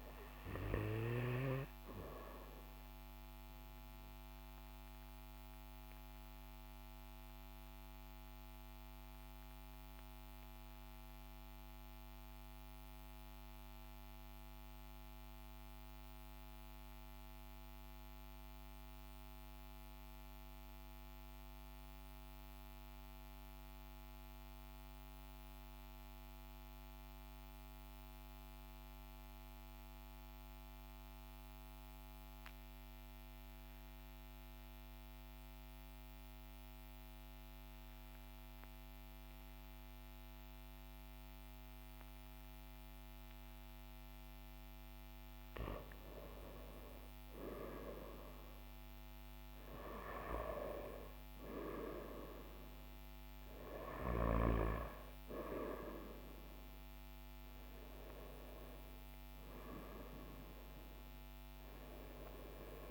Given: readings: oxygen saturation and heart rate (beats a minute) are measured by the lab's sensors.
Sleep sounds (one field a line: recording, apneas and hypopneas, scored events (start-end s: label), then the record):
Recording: breathing in sleep by a microphone on the trachea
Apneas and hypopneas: 1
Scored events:
4.00-43.50 s: obstructive apnea (oxygen 98% before, 92% lowest, heart rate 43 before, 39 extreme, up 1 after)
8.50-20.50 s: oxygen desaturation (device-marked, oxygen 95% before, 92% lowest, heart rate 43 before, 39 extreme)
46.00-50.00 s: arousal
From the record:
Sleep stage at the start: N2 (light sleep)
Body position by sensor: on the back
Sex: male